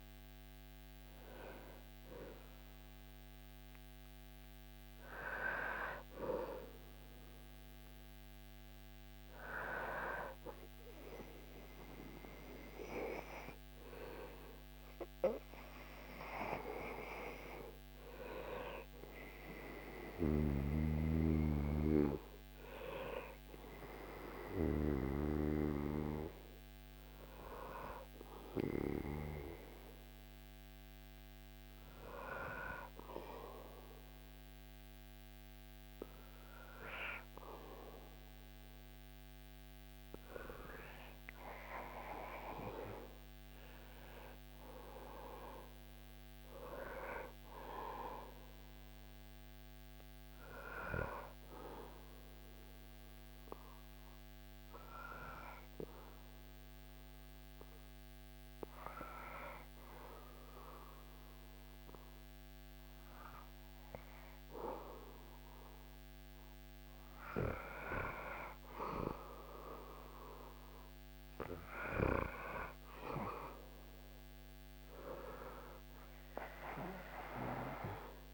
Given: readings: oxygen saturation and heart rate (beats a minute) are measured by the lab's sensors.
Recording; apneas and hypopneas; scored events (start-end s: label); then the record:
breathing in sleep by a microphone on the trachea; 2
0.00-9.00 s: oxygen desaturation (device-marked, oxygen 66% lowest, heart rate 70 extreme)
18.00-22.00 s: arousal
19.50-24.50 s: snoring (device-marked)
25.00-39.00 s: hypopnea (oxygen 100% before, 94% lowest, heart rate 83 before, 79 extreme, up 6 after)
40.00-45.00 s: arousal
52.50-66.00 s: obstructive apnea (oxygen 99% before, 94% lowest, heart rate 81 before, 77 extreme, up 0 after)
68.50-72.50 s: arousal
70.00-78.34 s: oxygen desaturation (device-marked, oxygen 98% before, 94% lowest, heart rate 82 before, 77 extreme)
From the record:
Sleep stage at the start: N2 (light sleep); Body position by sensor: on the back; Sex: male